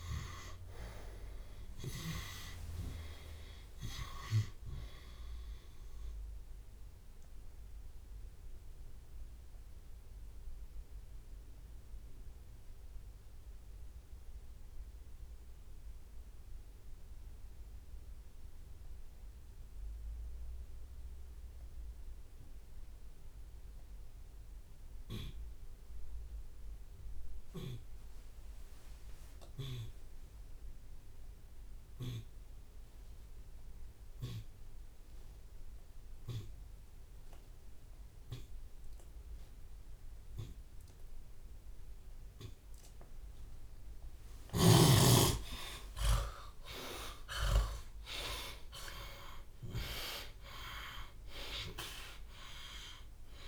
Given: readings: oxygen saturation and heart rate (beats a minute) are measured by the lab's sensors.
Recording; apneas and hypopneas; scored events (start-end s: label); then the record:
breathing in sleep by a room microphone; 1
0.50-4.50 s: arousal
2.50-4.50 s: long interval between heartbeats (device-marked)
8.00-43.00 s: obstructive apnea (oxygen 97% before, 71% lowest)
21.50-37.50 s: oxygen desaturation (device-marked, oxygen 96% before, 82% lowest)
29.00-31.00 s: long interval between heartbeats (device-marked)
44.50-46.50 s: long interval between heartbeats (device-marked)
45.50-51.00 s: arousal
48.50-50.50 s: long interval between heartbeats (device-marked, heart rate 67 before, 31 extreme)
49.50-53.47 s: oxygen desaturation (device-marked, oxygen 96% before, 93% lowest)
50.50-52.50 s: long interval between heartbeats (device-marked, heart rate 65 before, 99 extreme)
From the record:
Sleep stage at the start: N2 (light sleep); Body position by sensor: on the left side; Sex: male